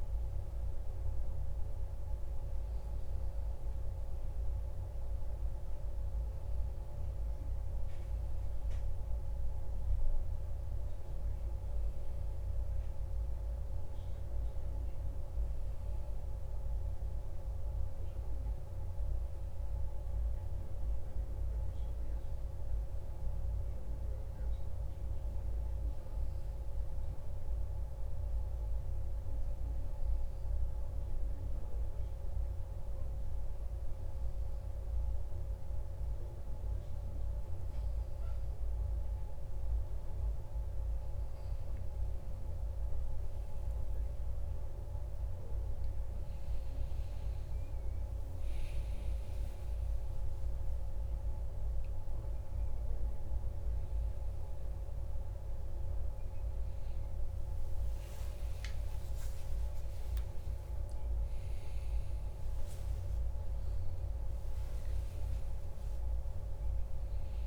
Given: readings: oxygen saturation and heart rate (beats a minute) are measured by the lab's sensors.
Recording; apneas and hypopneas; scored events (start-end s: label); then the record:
a person partly awake in a sleep study, hard to hear, by a room microphone; 1
20.50-41.00 s: obstructive apnea (oxygen 97% before, 95% lowest, heart rate 55 before, 48 extreme, up 9 after)
43.50-67.47 s: new sleep stage, awake
From the record:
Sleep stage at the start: N1 (lightest sleep); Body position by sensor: on the back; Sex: male